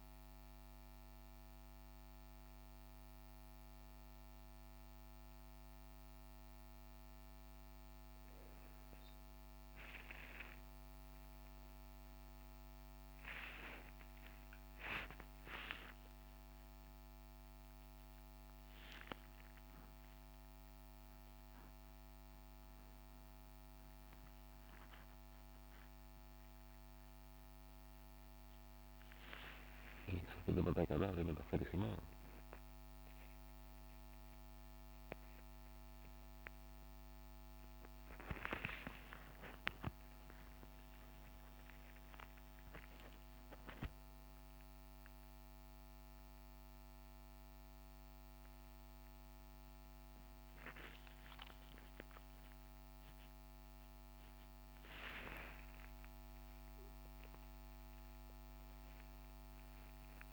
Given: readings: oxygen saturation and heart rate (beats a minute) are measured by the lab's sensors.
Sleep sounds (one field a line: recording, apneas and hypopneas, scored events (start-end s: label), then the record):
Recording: a person awake in a sleep study, by a microphone on the trachea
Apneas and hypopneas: none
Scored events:
none scored
From the record:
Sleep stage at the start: awake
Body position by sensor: on the back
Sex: male